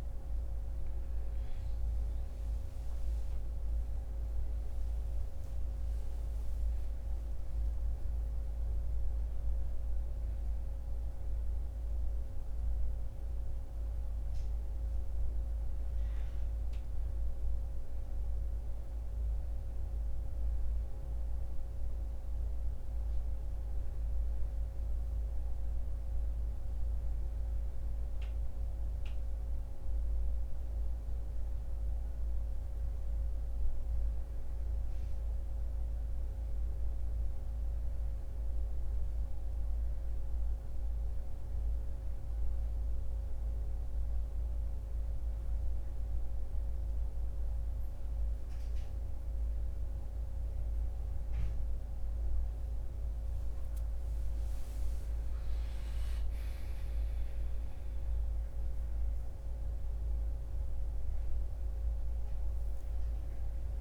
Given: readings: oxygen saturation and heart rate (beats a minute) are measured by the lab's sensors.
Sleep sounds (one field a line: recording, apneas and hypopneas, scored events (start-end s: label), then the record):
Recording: a person awake in a sleep study, hard to hear, by a room microphone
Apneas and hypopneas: none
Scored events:
none scored
From the record:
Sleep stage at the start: awake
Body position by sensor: on the right side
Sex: male